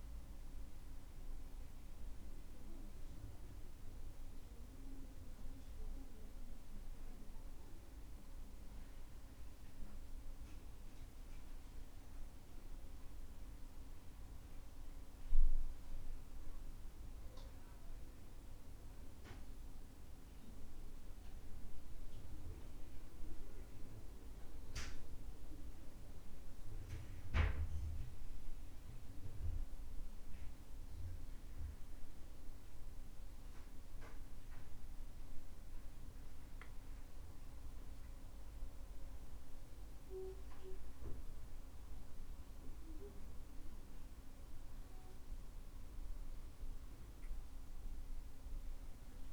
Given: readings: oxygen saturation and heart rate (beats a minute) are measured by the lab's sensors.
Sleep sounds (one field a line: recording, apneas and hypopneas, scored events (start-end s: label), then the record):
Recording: breathing in sleep by a room microphone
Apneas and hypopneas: 1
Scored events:
29.50-41.00 s: hypopnea (oxygen 98% before, 92% lowest, heart rate 66 before, 67 extreme, up 2 after)
42.50-46.50 s: arousal
From the record:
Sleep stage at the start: N2 (light sleep)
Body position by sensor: on the back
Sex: male